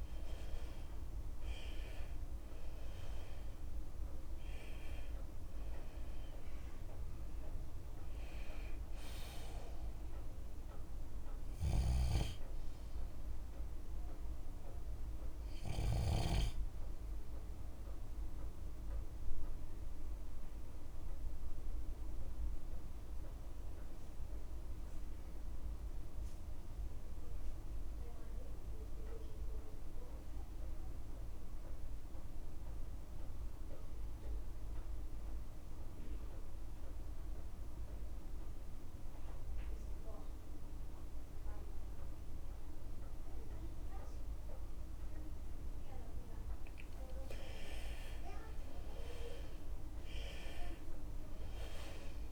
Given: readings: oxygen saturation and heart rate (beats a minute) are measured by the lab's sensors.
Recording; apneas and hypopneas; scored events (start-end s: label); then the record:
breathing in sleep by a room microphone; 1
0.00-35.50 s: oxygen desaturation (device-marked, oxygen 72% lowest)
1.00-3.00 s: long interval between heartbeats (device-marked)
4.00-6.00 s: long interval between heartbeats (device-marked)
8.00-10.00 s: long interval between heartbeats (device-marked, heart rate 30 before, 45 extreme)
11.00-13.00 s: long interval between heartbeats (device-marked, heart rate 35 before, 36 extreme)
13.00-15.00 s: long interval between heartbeats (device-marked, heart rate 38 before, 41 extreme)
18.00-20.00 s: long interval between heartbeats (device-marked, heart rate 46 before, 57 extreme)
19.50-45.50 s: obstructive apnea (oxygen 82% before, 72% lowest)
23.50-25.50 s: long interval between heartbeats (device-marked, heart rate 51 before, 57 extreme)
26.50-28.50 s: long interval between heartbeats (device-marked, heart rate 51 before, 47 extreme)
33.00-35.00 s: long interval between heartbeats (device-marked, heart rate 51 before, 46 extreme)
39.00-41.00 s: long interval between heartbeats (device-marked, heart rate 49 before, 35 extreme)
43.50-52.31 s: oxygen desaturation (device-marked, oxygen 98% before, 81% lowest)
47.50-50.50 s: arousal
48.00-50.00 s: long interval between heartbeats (device-marked, heart rate 38 before, 27 extreme)
From the record:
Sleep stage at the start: N2 (light sleep); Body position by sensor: on the left side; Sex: male